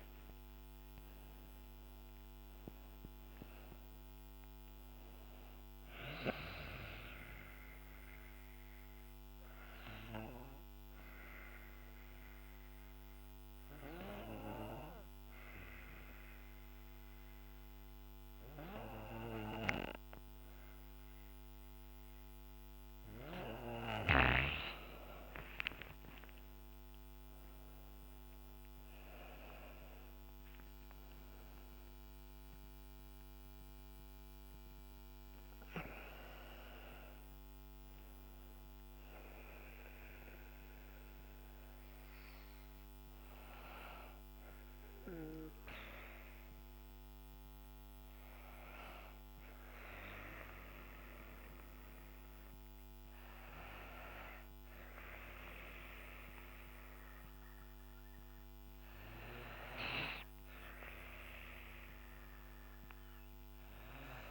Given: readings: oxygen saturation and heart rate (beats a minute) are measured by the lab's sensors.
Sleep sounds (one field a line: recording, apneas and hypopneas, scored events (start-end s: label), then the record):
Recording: breathing in sleep by a microphone on the trachea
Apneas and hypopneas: 1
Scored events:
0.00-4.00 s: oxygen desaturation (device-marked, oxygen 89% lowest, heart rate 59 extreme)
6.50-23.00 s: obstructive apnea (oxygen 94% before, 89% lowest, heart rate 67 before, 59 extreme, up 12 after)
24.50-28.50 s: arousal
29.00-45.00 s: oxygen desaturation (device-marked, oxygen 97% before, 89% lowest, heart rate 63 before, 59 extreme)
From the record:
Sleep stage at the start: N2 (light sleep)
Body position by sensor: on the back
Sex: female